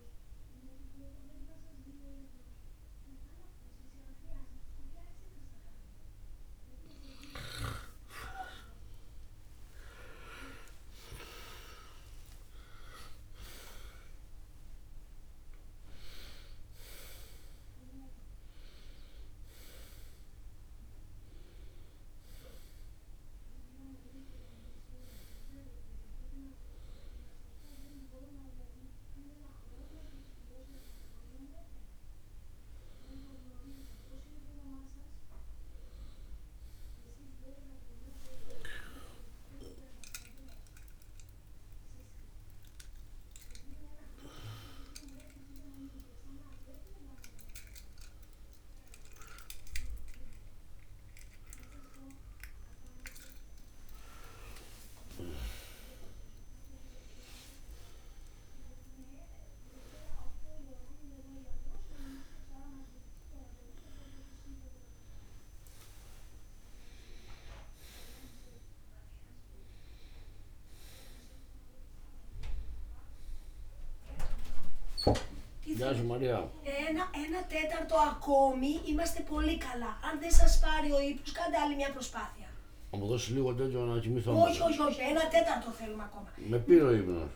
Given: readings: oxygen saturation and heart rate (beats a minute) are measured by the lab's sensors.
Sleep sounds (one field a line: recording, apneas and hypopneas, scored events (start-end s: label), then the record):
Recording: a person awake in a sleep study, by a room microphone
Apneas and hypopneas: none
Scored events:
15.50-31.50 s: oxygen desaturation (device-marked, oxygen 96% before, 91% lowest, heart rate 69 before, 70 extreme)
57.00-59.00 s: long interval between heartbeats (device-marked, heart rate 71 before, 79 extreme)
65.50-67.50 s: long interval between heartbeats (device-marked, heart rate 74 before, 81 extreme)
83.00-86.50 s: snoring (device-marked)
From the record:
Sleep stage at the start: awake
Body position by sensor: on the right side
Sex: male